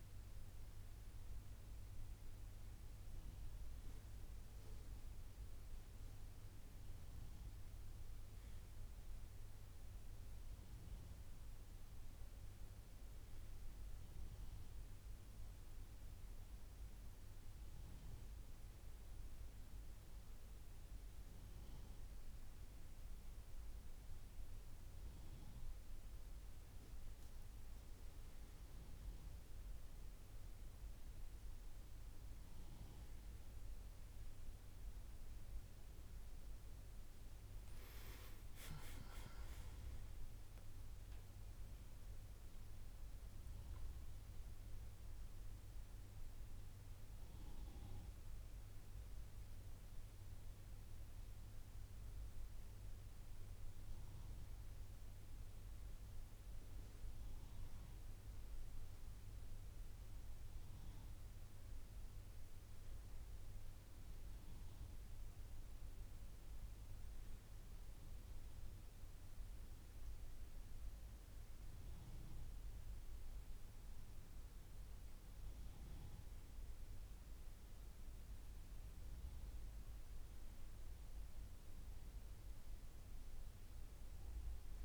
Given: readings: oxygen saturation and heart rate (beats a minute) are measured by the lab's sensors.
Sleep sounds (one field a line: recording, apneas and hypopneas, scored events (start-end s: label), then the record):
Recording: breathing in sleep, hard to hear, by a room microphone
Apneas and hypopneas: none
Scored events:
32.00-84.85 s: new sleep stage, N2 (light sleep)
41.00-45.00 s: arousal
From the record:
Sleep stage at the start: N3 (deep sleep)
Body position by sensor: on the right side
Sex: male